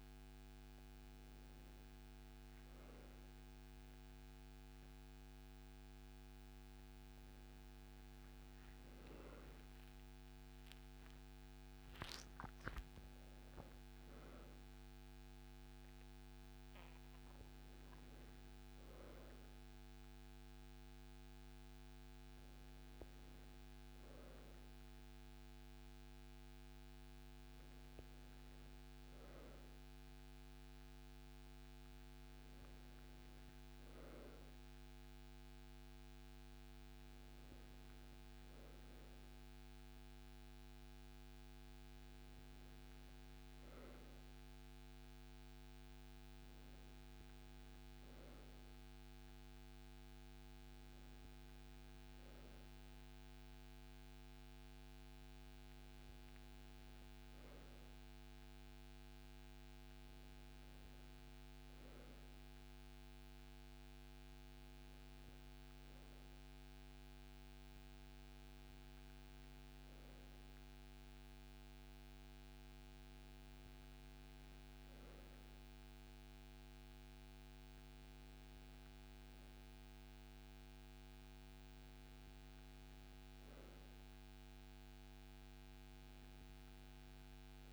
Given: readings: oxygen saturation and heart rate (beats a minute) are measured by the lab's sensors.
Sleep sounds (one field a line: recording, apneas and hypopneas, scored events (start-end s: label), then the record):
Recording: breathing in sleep, hard to hear, by a microphone on the trachea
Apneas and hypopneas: none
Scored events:
none scored
From the record:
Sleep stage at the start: N2 (light sleep)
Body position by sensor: on the right side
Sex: male